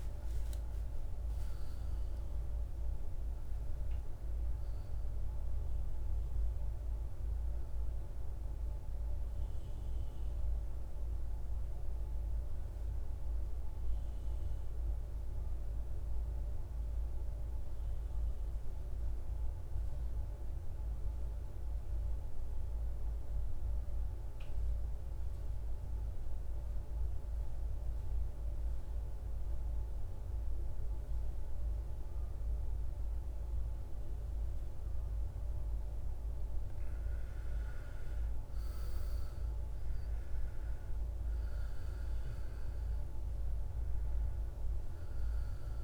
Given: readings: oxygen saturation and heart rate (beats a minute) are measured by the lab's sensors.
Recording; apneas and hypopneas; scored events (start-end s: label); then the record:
breathing in sleep, hard to hear, by a room microphone; 1
0.00-10.50 s: oxygen desaturation (device-marked, oxygen 87% lowest, heart rate 54 extreme)
11.50-36.00 s: mixed apnea (oxygen 98% before, 84% lowest, heart rate 66 before, 54 extreme, up 15 after)
36.50-45.84 s: oxygen desaturation (device-marked, oxygen 98% before, 84% lowest, heart rate 55 before, 52 extreme)
39.50-44.00 s: arousal
From the record:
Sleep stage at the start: N2 (light sleep); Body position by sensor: on the back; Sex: male